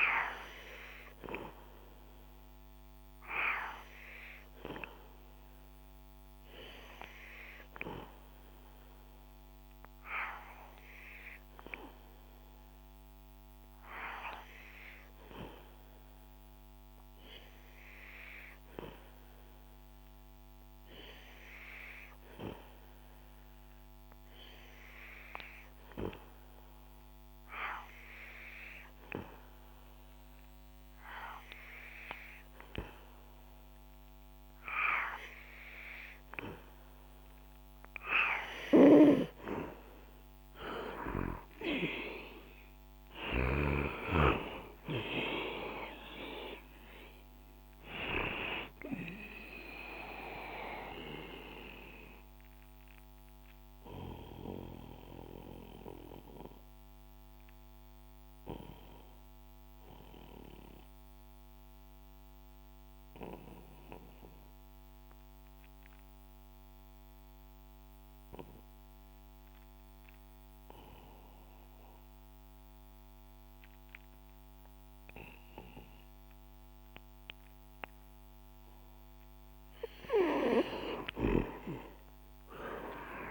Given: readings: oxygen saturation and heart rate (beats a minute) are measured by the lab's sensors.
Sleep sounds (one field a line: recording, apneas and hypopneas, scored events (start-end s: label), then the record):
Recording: breathing in sleep by a microphone on the trachea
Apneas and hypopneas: 2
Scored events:
0.00-3.00 s: oxygen desaturation (device-marked, oxygen 92% lowest, heart rate 62 extreme)
11.00-37.50 s: obstructive apnea (oxygen 97% before, 90% lowest, heart rate 64 before, 62 extreme, up 9 after)
43.00-47.50 s: arousal
51.00-78.50 s: obstructive apnea (oxygen 94% before, 88% lowest, heart rate 68 before, 59 extreme, up 9 after)
81.00-83.31 s: arousal
81.00-83.31 s: oxygen desaturation (device-marked, oxygen 98% before, 88% lowest, heart rate 65 before, 59 extreme)
From the record:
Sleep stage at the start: N2 (light sleep)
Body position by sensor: on the back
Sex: male